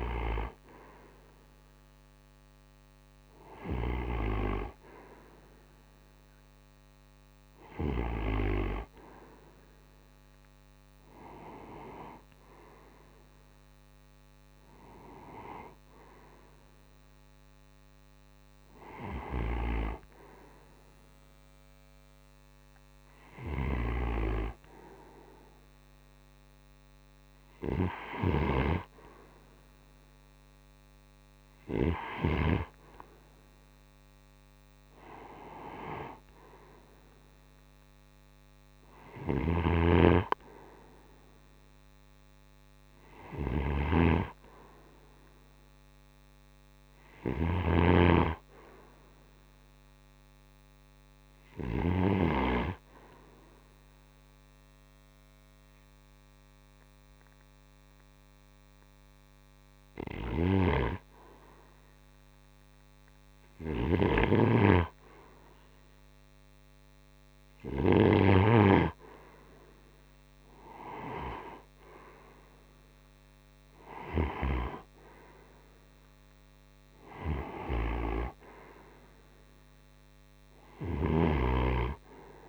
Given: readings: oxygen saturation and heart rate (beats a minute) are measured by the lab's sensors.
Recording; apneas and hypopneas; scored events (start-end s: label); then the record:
breathing in sleep by a microphone on the trachea; 1
22.50-31.50 s: snoring (device-marked)
22.50-82.49 s: new sleep stage, N2 (light sleep)
38.00-51.00 s: snoring (device-marked)
52.50-64.00 s: hypopnea (oxygen 94% before, 90% lowest)
59.00-67.00 s: snoring (device-marked)
80.00-82.49 s: snoring (device-marked)
From the record:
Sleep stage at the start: N1 (lightest sleep); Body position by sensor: on the right side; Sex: male